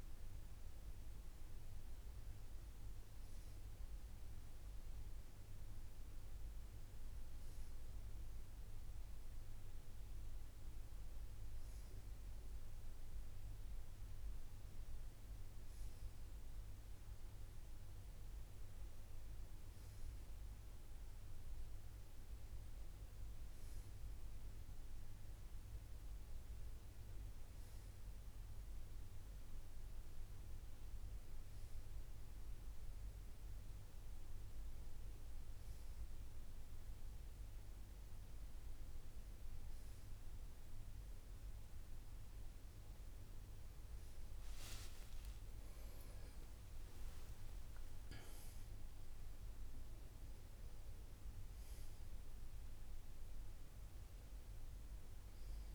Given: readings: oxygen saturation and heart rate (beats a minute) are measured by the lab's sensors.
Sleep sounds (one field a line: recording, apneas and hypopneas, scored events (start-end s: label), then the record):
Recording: breathing in sleep, hard to hear, by a room microphone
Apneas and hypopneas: none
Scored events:
46.00-51.00 s: arousal
From the record:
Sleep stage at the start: N1 (lightest sleep)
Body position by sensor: on the right side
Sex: male